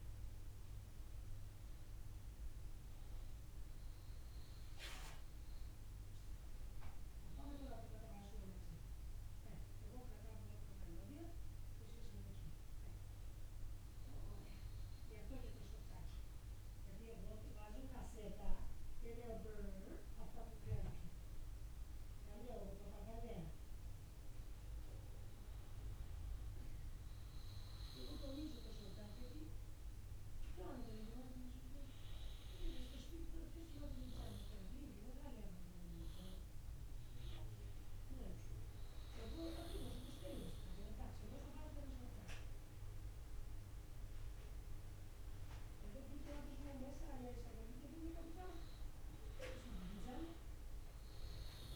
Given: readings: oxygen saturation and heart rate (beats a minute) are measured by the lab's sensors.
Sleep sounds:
breathing in sleep by a room microphone; 2
2.50-5.50 s: arousal
8.00-18.50 s: hypopnea (oxygen 98% before, 91% lowest, heart rate 70 before, 61 extreme, up 11 after)
15.50-34.50 s: oxygen desaturation (device-marked, oxygen 98% before, 92% lowest, heart rate 64 before, 54 extreme)
20.50-23.00 s: arousal
27.00-38.00 s: hypopnea (oxygen 98% before, 90% lowest, heart rate 63 before, 54 extreme, up 2 after)
40.50-43.00 s: arousal
42.50-48.50 s: oxygen desaturation (device-marked, oxygen 95% before, 92% lowest, heart rate 68 before, 54 extreme)
From the record:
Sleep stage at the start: N2 (light sleep); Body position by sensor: on the back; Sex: male

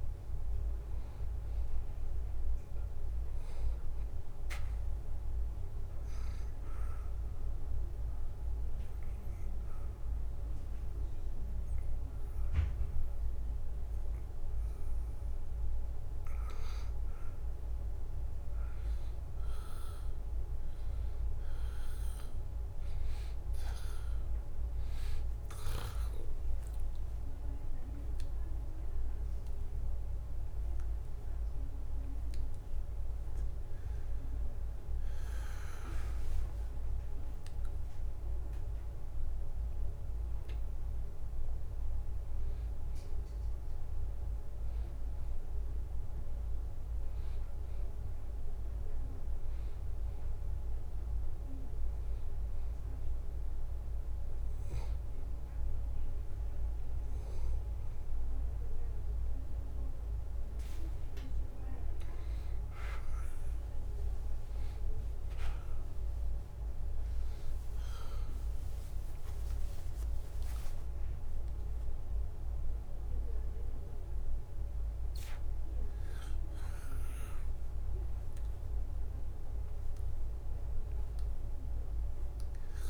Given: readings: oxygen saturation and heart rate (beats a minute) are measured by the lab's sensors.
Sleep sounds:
a person partly awake in a sleep study, hard to hear, by a room microphone; 1
5.50-19.00 s: obstructive apnea (oxygen 94% before, 90% lowest, heart rate 82 before, 76 extreme, up 2 after)
26.00-30.00 s: arousal
28.00-40.00 s: oxygen desaturation (device-marked, oxygen 94% before, 90% lowest, heart rate 77 before, 78 extreme)
61.00-82.90 s: new sleep stage, awake
From the record:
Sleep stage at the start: N2 (light sleep); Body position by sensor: on the back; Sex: male

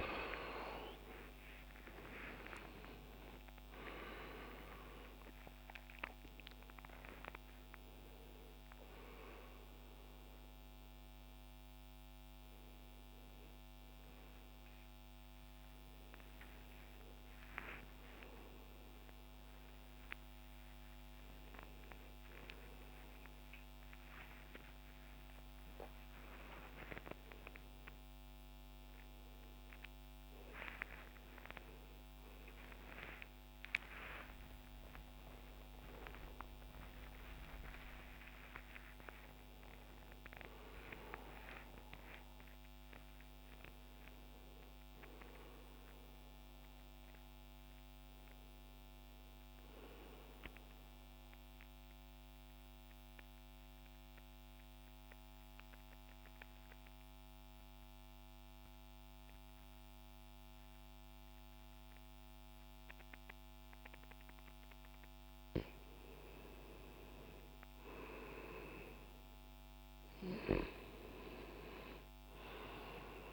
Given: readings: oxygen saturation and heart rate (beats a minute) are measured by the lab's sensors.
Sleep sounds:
a person partly awake in a sleep study, by a microphone on the trachea; 1
0.00-2.00 s: arousal
0.00-14.00 s: oxygen desaturation (device-marked, oxygen 89% lowest, heart rate 60 extreme)
19.00-49.00 s: new sleep stage, awake
21.00-33.00 s: oxygen desaturation (device-marked, oxygen 91% before, 88% lowest, heart rate 74 before, 60 extreme)
47.00-60.00 s: oxygen desaturation (device-marked, oxygen 98% before, 95% lowest, heart rate 89 before, 60 extreme)
49.00-73.33 s: new sleep stage, N1 (lightest sleep)
51.00-64.50 s: central apnea (oxygen 99% before, 87% lowest, heart rate 81 before, 60 extreme, up 0 after)
66.50-71.00 s: arousal
68.00-73.33 s: oxygen desaturation (device-marked, oxygen 96% before, 87% lowest, heart rate 61 before, 60 extreme)
From the record:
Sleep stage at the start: N2 (light sleep); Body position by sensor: on the left side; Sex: male

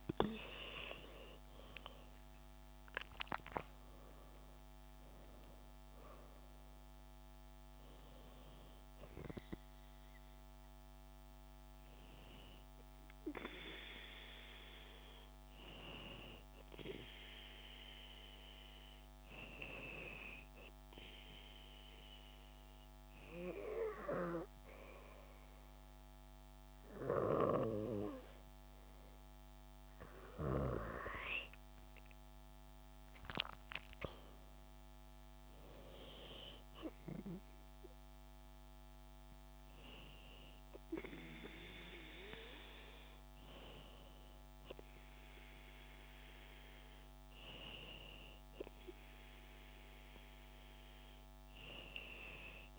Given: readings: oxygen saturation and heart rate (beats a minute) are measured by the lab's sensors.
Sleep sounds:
breathing in sleep by a microphone on the trachea; 1
0.00-16.00 s: oxygen desaturation (device-marked, oxygen 89% lowest, heart rate 61 extreme)
0.50-5.50 s: arousal
18.50-30.50 s: obstructive apnea (oxygen 97% before, 94% lowest, heart rate 71 before, 63 extreme, up 8 after)
32.00-35.00 s: arousal
From the record:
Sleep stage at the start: N2 (light sleep); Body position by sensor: on the back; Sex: female

